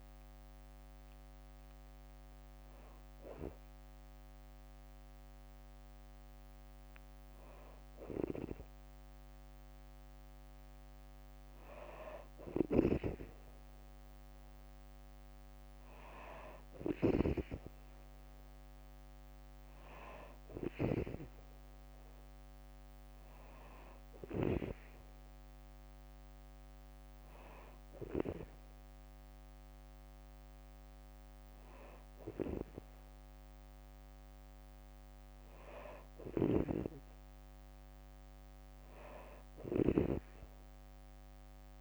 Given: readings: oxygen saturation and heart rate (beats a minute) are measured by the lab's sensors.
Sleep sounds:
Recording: breathing in sleep by a microphone on the trachea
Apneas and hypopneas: none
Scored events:
0.00-5.50 s: drop in pulse transit time (device-marked, heart rate 64 extreme)
12.00-24.00 s: snoring (device-marked)
39.00-41.81 s: snoring (device-marked)
From the record:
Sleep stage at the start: N2 (light sleep)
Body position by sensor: on the back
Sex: female

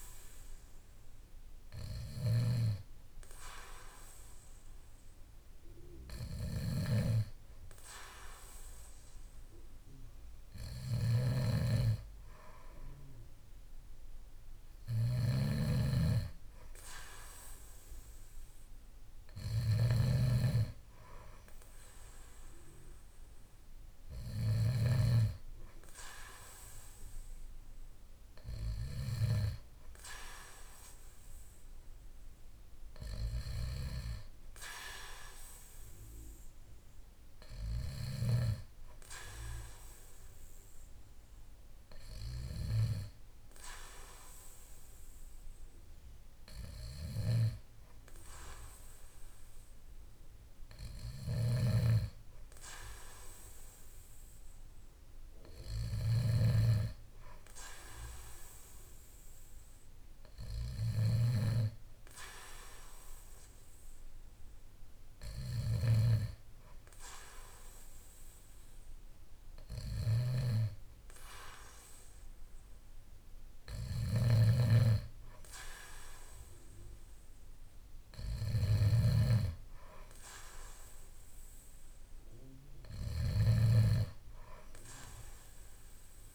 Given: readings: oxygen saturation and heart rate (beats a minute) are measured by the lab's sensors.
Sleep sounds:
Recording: breathing in sleep by a room microphone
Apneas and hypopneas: none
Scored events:
0.00-29.00 s: snoring (device-marked)
51.00-86.35 s: snoring (device-marked)
From the record:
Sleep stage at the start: N2 (light sleep)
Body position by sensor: on the back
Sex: male

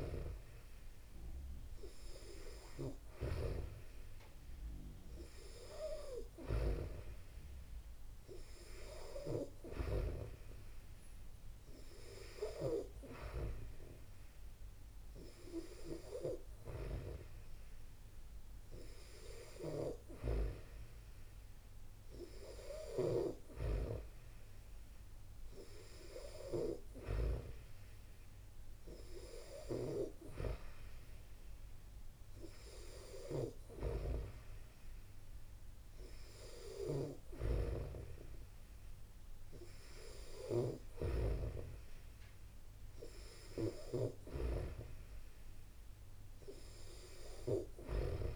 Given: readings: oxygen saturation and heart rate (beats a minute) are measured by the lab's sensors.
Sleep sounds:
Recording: breathing in sleep by a room microphone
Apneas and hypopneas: none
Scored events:
none scored
From the record:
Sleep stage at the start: N2 (light sleep)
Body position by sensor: on the back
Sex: female

